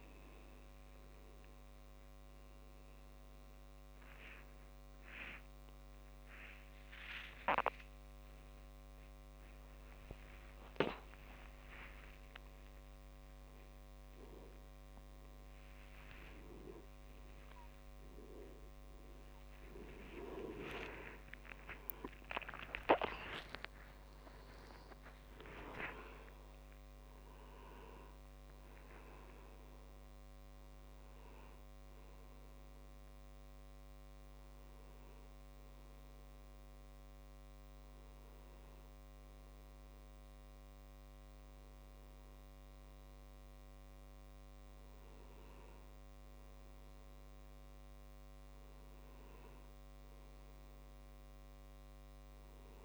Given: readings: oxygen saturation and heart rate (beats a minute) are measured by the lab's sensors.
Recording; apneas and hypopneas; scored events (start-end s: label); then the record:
a person awake in a sleep study, by a microphone on the trachea; none
8.50-13.50 s: tachycardia (device-marked, heart rate 44 before, 102 extreme)
19.50-21.50 s: tachycardia (device-marked, heart rate 46 before, 66 extreme)
27.50-39.50 s: oxygen desaturation (device-marked, oxygen 95% before, 87% lowest)
33.50-52.85 s: new sleep stage, N1 (lightest sleep)
From the record:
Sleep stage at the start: awake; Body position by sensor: on the back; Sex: male